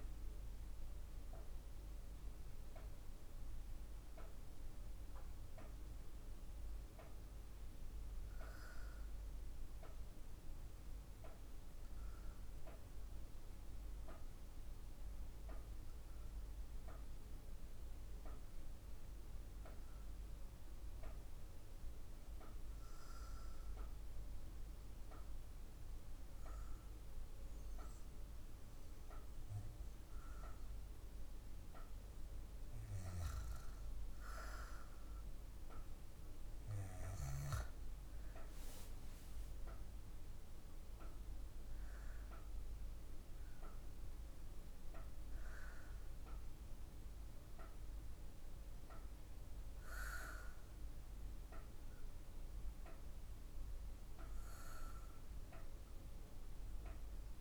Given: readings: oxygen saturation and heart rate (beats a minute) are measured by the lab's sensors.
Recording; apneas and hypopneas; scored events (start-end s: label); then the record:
breathing in sleep by a room microphone; 1
11.50-29.00 s: obstructive apnea (oxygen 99% before, 94% lowest, heart rate 58 before, 55 extreme, up 2 after)
34.50-38.50 s: arousal
38.50-49.50 s: oxygen desaturation (device-marked, oxygen 97% before, 95% lowest, heart rate 59 before, 55 extreme)
From the record:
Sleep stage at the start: REM sleep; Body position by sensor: on the back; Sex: female